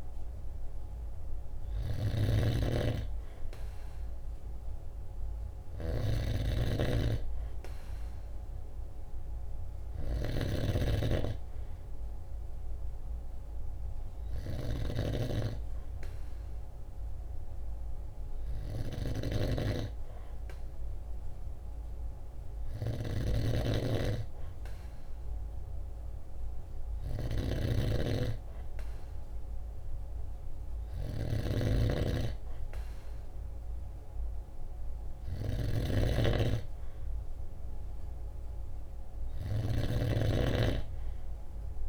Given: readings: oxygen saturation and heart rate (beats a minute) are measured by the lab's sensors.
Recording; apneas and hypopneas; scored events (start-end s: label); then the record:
breathing in sleep by a room microphone; none
0.00-41.89 s: snoring (device-marked)
From the record:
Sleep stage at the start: N2 (light sleep); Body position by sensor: on the right side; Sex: male